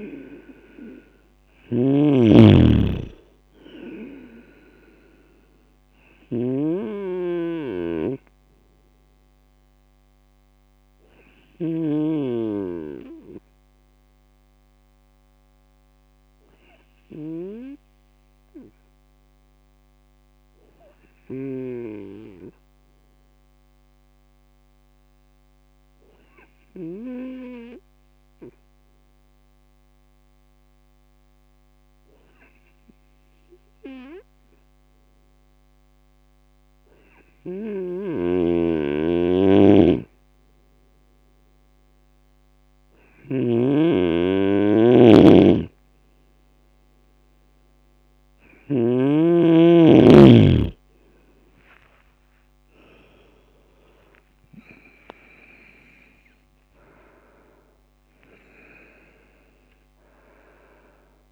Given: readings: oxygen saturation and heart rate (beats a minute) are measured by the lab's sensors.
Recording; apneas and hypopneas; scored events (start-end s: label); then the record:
breathing in sleep by a microphone on the trachea; 1
0.00-1.50 s: arousal
0.00-11.50 s: snoring (device-marked)
11.00-47.00 s: hypopnea (oxygen 98% before, 96% lowest, heart rate 63 before, 59 extreme, up 9 after)
38.00-49.00 s: snoring (device-marked)
51.50-56.50 s: arousal
From the record:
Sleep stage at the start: N2 (light sleep); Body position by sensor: on the right side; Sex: male